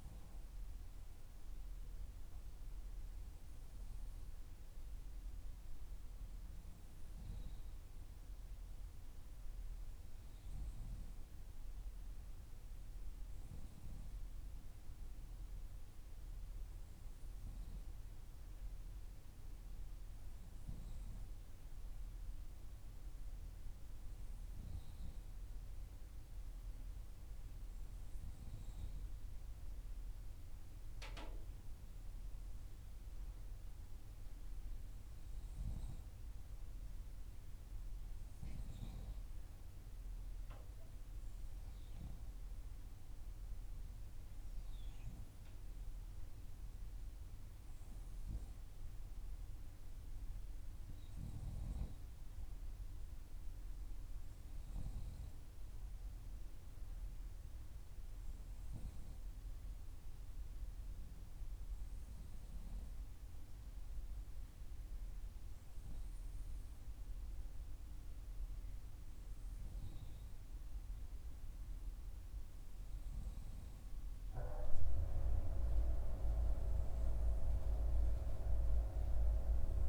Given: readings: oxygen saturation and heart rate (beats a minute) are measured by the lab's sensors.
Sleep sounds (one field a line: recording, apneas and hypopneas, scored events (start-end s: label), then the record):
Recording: breathing in sleep by a room microphone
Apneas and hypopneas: none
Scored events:
none scored
From the record:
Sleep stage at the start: N2 (light sleep)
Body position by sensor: on the back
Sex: female